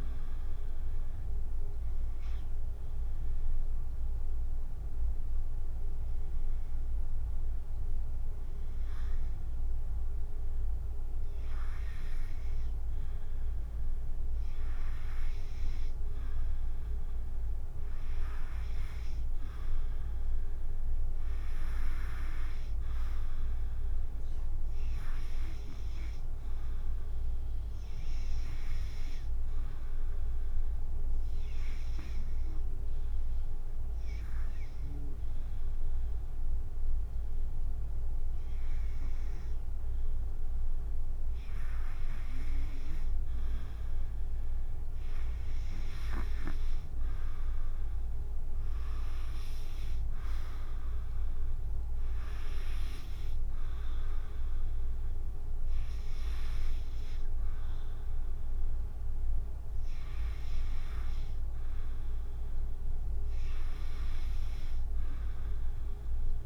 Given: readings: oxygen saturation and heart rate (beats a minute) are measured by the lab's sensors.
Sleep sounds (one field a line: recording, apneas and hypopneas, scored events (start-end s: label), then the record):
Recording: breathing in sleep by a room microphone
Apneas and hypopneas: 2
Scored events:
1.50-11.50 s: obstructive apnea (oxygen 94% before, 90% lowest, heart rate 71 before, 58 extreme, up 13 after)
17.50-32.50 s: oxygen desaturation (device-marked, oxygen 95% before, 91% lowest, heart rate 65 before, 68 extreme)
30.00-41.00 s: obstructive apnea (oxygen 95% before, 90% lowest, heart rate 71 before, 68 extreme, up 12 after)
44.50-48.50 s: arousal
46.50-61.50 s: oxygen desaturation (device-marked, oxygen 93% before, 90% lowest, heart rate 75 before, 67 extreme)
46.50-62.50 s: drop in pulse transit time (device-marked, heart rate 75 before, 79 extreme)
From the record:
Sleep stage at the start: REM sleep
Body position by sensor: on the back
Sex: female